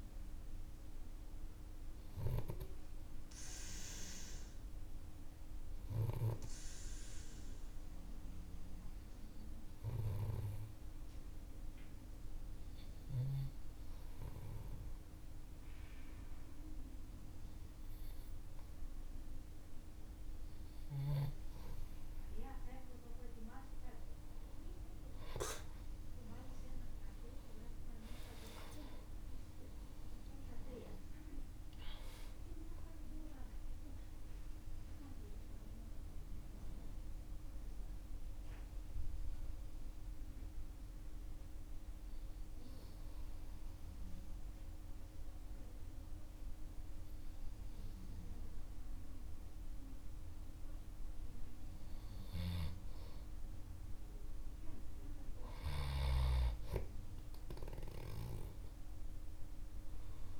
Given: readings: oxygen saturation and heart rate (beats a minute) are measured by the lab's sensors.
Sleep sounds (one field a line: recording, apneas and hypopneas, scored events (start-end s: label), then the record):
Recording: breathing in sleep by a room microphone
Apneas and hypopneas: 2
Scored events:
4.00-22.00 s: obstructive apnea (oxygen 96% before, 90% lowest, heart rate 58 before, 52 extreme, up 43 after)
24.50-30.50 s: arousal
40.50-52.50 s: obstructive apnea (oxygen 97% before, 90% lowest, heart rate 72 before, 51 extreme, up 19 after)
53.50-60.40 s: oxygen desaturation (device-marked, oxygen 96% before, 90% lowest, heart rate 60 before, 60 extreme)
58.50-60.40 s: arousal
From the record:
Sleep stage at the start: N2 (light sleep)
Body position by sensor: on the back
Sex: male